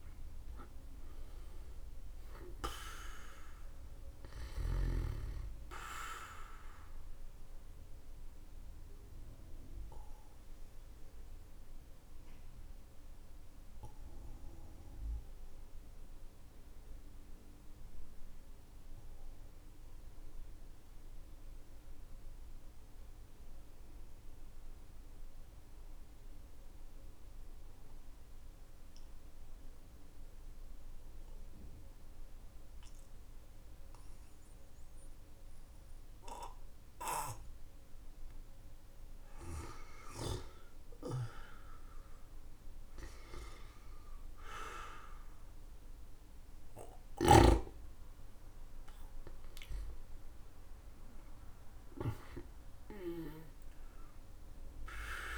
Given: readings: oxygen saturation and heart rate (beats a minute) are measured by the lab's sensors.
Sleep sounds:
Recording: breathing in sleep by a room microphone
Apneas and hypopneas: 1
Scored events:
0.00-4.50 s: snoring (device-marked)
0.00-30.00 s: oxygen desaturation (device-marked, oxygen 91% lowest, heart rate 48 extreme)
8.00-37.50 s: obstructive apnea (oxygen 99% before, 90% lowest, heart rate 64 before, 45 extreme, up 8 after)
39.50-45.00 s: arousal
40.50-55.38 s: snoring (device-marked)
42.00-55.38 s: oxygen desaturation (device-marked, oxygen 98% before, 90% lowest, heart rate 57 before, 45 extreme)
50.00-52.00 s: tachycardia (device-marked, heart rate 58 before, 90 extreme)
From the record:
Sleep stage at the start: N2 (light sleep)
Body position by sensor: on the back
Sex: male

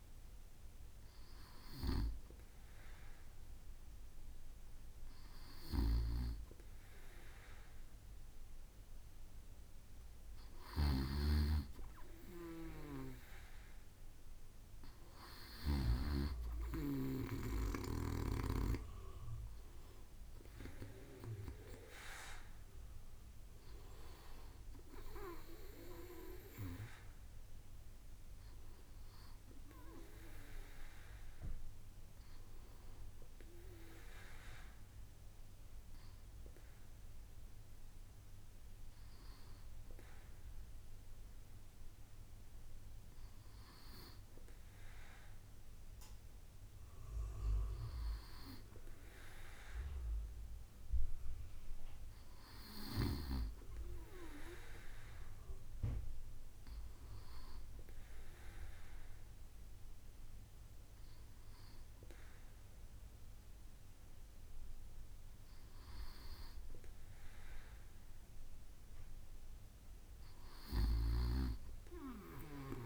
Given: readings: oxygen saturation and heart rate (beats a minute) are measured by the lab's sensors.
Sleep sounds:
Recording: breathing in sleep by a room microphone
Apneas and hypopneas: none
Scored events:
10.50-16.00 s: snoring (device-marked)
From the record:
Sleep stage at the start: N2 (light sleep)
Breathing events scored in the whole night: 286 in 8.8 hours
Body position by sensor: on the right side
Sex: male

